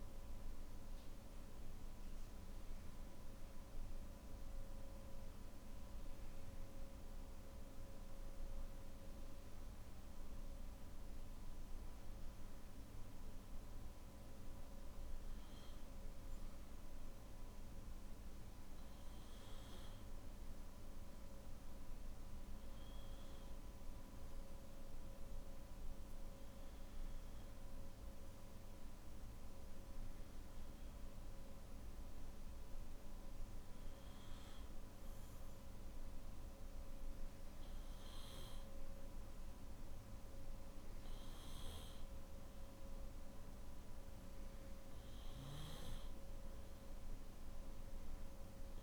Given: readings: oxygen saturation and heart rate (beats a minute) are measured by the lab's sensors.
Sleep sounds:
breathing in sleep, hard to hear, by a room microphone; none
none scored
From the record:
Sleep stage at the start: N2 (light sleep); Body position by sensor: on the back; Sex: male

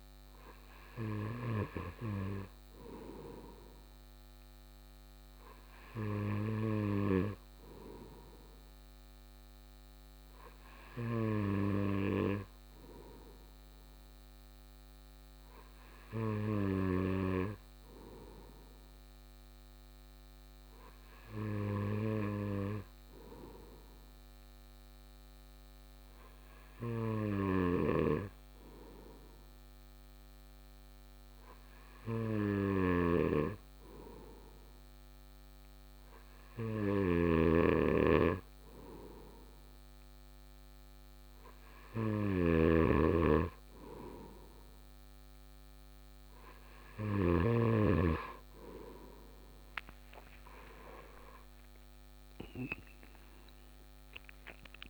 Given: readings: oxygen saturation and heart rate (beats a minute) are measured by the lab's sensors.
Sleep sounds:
breathing in sleep by a microphone on the trachea; none
27.00-47.00 s: snoring (device-marked)
From the record:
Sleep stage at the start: N2 (light sleep); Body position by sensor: on the right side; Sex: male

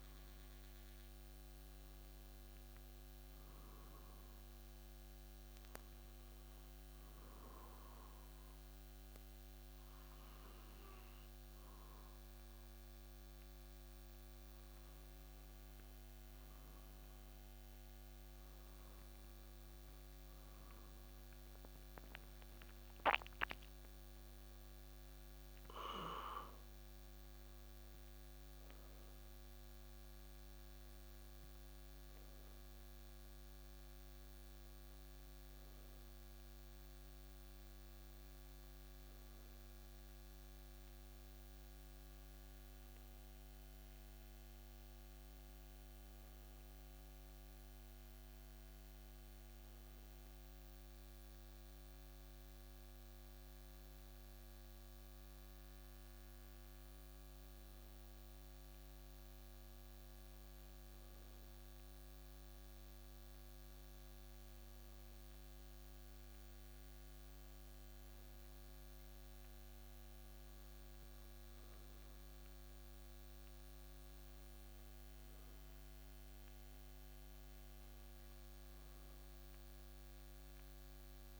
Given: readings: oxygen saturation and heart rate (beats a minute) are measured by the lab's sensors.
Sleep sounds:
breathing in sleep, hard to hear, by a microphone on the trachea; none
none scored
From the record:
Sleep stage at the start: N2 (light sleep); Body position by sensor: on the back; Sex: male

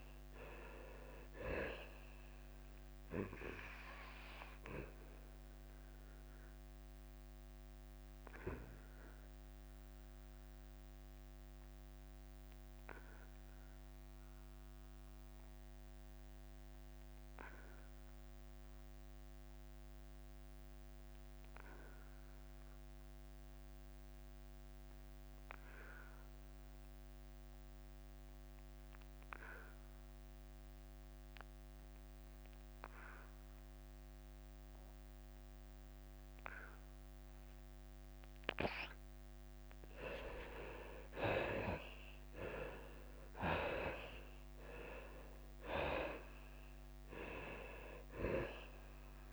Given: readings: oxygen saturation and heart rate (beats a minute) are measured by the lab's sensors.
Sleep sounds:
breathing in sleep by a microphone on the trachea; 1
0.00-1.50 s: arousal
0.00-11.50 s: drop in pulse transit time (device-marked, heart rate 86 extreme)
7.50-38.50 s: obstructive apnea (oxygen 96% before, 78% lowest, heart rate 89 before, 85 extreme, up 6 after)
14.50-29.50 s: oxygen desaturation (device-marked, oxygen 96% before, 82% lowest, heart rate 92 before, 85 extreme)
39.50-49.33 s: drop in pulse transit time (device-marked, heart rate 87 before, 87 extreme)
41.50-45.50 s: arousal
41.50-49.33 s: oxygen desaturation (device-marked, oxygen 97% before, 78% lowest, heart rate 86 before, 88 extreme)
From the record:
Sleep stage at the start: N2 (light sleep); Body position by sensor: on the back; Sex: male

